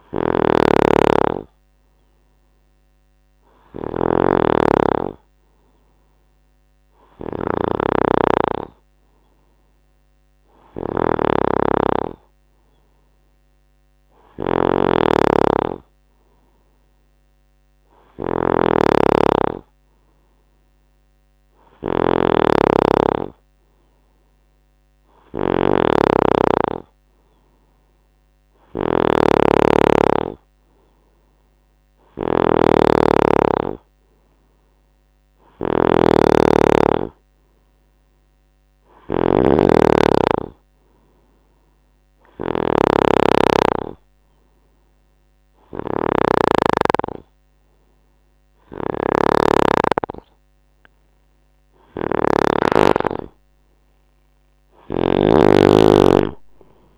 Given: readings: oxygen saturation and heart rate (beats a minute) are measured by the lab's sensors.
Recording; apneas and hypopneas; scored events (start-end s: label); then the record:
breathing in sleep by a microphone on the trachea; none
0.00-56.97 s: snoring (device-marked)
From the record:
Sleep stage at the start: N2 (light sleep); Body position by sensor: on the right side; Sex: male